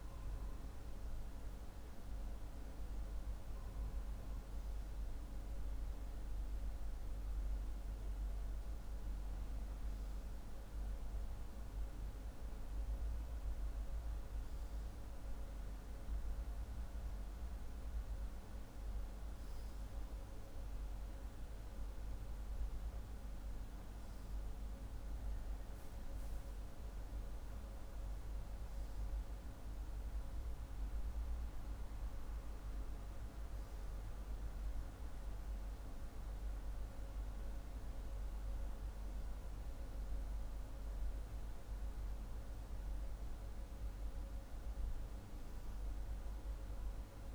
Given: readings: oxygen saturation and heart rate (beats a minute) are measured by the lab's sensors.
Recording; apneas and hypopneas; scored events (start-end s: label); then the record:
breathing in sleep, hard to hear, by a room microphone; none
none scored
From the record:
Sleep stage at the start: N2 (light sleep); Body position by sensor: on the left side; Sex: male